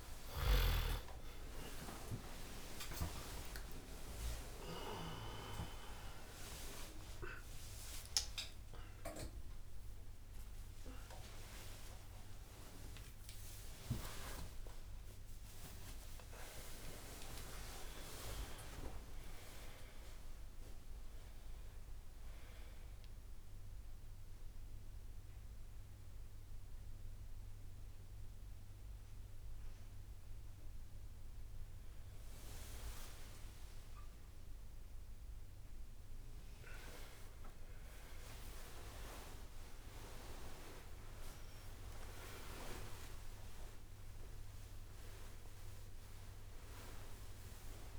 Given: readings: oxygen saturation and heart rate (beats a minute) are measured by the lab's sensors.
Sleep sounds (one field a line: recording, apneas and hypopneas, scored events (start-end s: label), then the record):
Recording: a person awake in a sleep study, by a room microphone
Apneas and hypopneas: none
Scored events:
0.00-2.00 s: long interval between heartbeats (device-marked, heart rate 71 before, 117 extreme)
0.00-2.50 s: drop in pulse transit time (device-marked, heart rate 75 extreme)
0.00-18.50 s: tachycardia (device-marked, heart rate 168 extreme)
4.50-6.50 s: long interval between heartbeats (device-marked, heart rate 85 before, 132 extreme)
6.50-11.50 s: drop in pulse transit time (device-marked, heart rate 93 before, 147 extreme)
8.50-10.50 s: long interval between heartbeats (device-marked, heart rate 102 before, 153 extreme)
10.50-12.50 s: long interval between heartbeats (device-marked, heart rate 112 before, 147 extreme)
16.50-18.50 s: long interval between heartbeats (device-marked, heart rate 131 before, 114 extreme)
31.50-43.50 s: tachycardia (device-marked, heart rate 67 before, 188 extreme)
33.50-35.50 s: long interval between heartbeats (device-marked, heart rate 91 before, 96 extreme)
37.00-39.00 s: long interval between heartbeats (device-marked, heart rate 89 before, 134 extreme)
39.00-41.00 s: long interval between heartbeats (device-marked, heart rate 91 before, 176 extreme)
43.00-45.00 s: long interval between heartbeats (device-marked, heart rate 104 before, 155 extreme)
45.50-47.99 s: oxygen desaturation (device-marked, oxygen 98% before, 94% lowest, heart rate 114 before, 67 extreme)
From the record:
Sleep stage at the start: awake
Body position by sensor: on the back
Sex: male